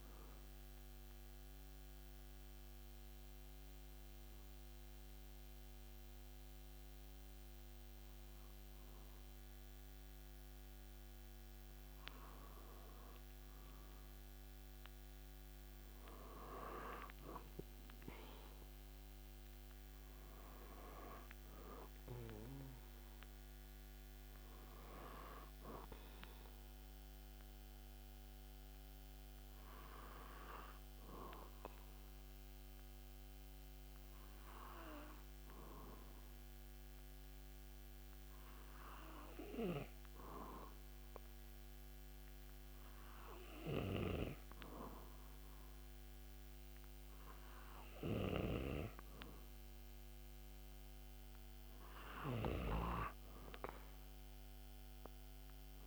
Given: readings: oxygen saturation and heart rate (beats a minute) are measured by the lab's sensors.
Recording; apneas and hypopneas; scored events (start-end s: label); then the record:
breathing in sleep by a microphone on the trachea; 2
0.50-13.00 s: obstructive apnea (oxygen 97% before, 95% lowest)
17.00-21.00 s: arousal
27.00-45.00 s: obstructive apnea (oxygen 99% before, 95% lowest)
48.50-53.00 s: arousal
From the record:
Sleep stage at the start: N2 (light sleep); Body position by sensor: on the back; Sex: male